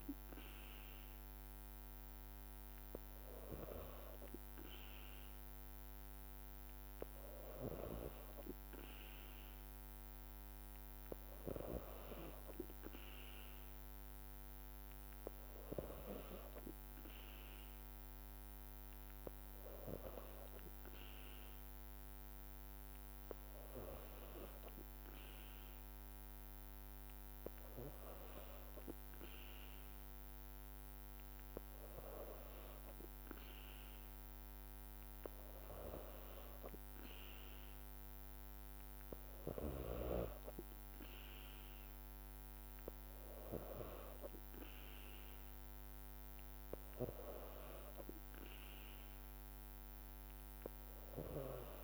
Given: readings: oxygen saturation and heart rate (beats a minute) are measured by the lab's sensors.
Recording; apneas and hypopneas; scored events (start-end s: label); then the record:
breathing in sleep by a microphone on the trachea; none
none scored
From the record:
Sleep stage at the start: N2 (light sleep); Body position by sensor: on the back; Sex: female